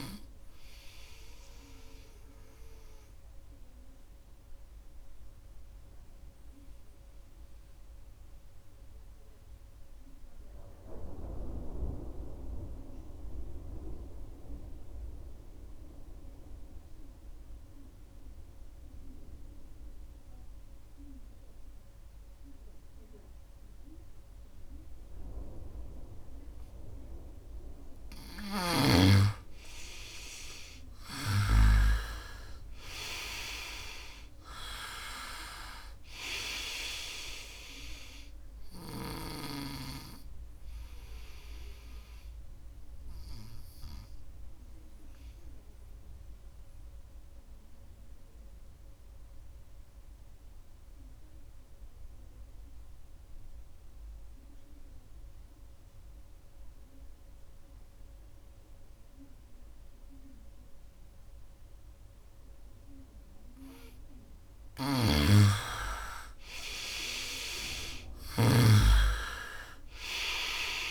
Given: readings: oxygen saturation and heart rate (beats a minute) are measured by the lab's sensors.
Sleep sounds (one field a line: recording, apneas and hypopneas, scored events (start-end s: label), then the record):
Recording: breathing in sleep by a room microphone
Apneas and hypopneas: 2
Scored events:
0.00-17.50 s: oxygen desaturation (device-marked, oxygen 88% lowest, heart rate 63 extreme)
5.50-27.00 s: obstructive apnea (oxygen 98% before, 85% lowest, heart rate 71 before, 66 extreme, up 5 after)
28.00-31.50 s: snoring (device-marked)
29.00-33.00 s: arousal
30.50-55.50 s: oxygen desaturation (device-marked, oxygen 99% before, 87% lowest, heart rate 68 before, 69 extreme)
44.00-62.50 s: obstructive apnea (oxygen 99% before, 85% lowest, heart rate 70 before, 62 extreme, up 0 after)
64.50-68.00 s: arousal
64.50-70.91 s: snoring (device-marked)
66.50-70.91 s: oxygen desaturation (device-marked, oxygen 99% before, 85% lowest, heart rate 73 before, 62 extreme)
From the record:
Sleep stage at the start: N2 (light sleep)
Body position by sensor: on the right side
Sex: male